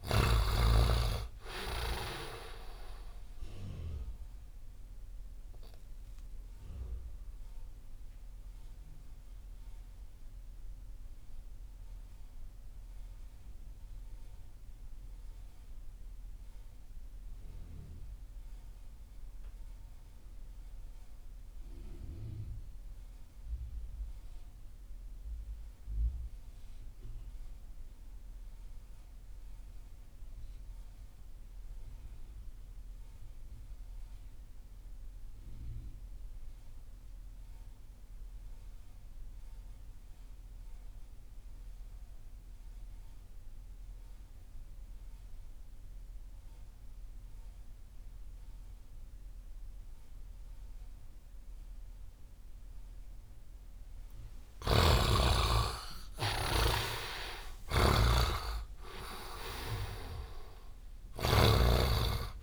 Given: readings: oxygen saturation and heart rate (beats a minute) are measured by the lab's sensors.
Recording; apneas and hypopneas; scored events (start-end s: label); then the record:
breathing in sleep by a room microphone; 1
0.00-19.50 s: oxygen desaturation (device-marked, oxygen 64% lowest)
4.00-54.50 s: obstructive apnea (oxygen 100% before, 60% lowest)
33.50-62.43 s: oxygen desaturation (device-marked, oxygen 98% before, 60% lowest)
54.50-61.50 s: snoring (device-marked)
55.50-59.50 s: arousal
From the record:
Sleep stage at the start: REM sleep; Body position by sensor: on the right side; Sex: male